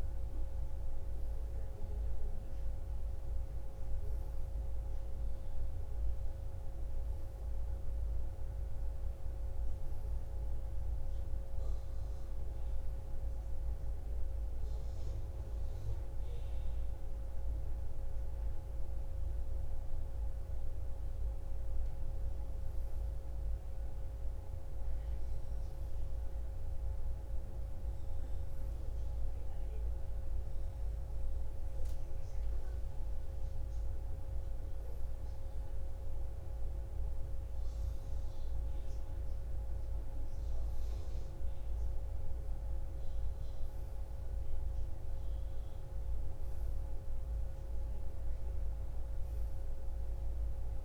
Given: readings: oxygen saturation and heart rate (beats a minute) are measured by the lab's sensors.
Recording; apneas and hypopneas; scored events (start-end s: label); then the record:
breathing in sleep, hard to hear, by a room microphone; none
none scored
From the record:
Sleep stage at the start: N1 (lightest sleep); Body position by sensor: on the right side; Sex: female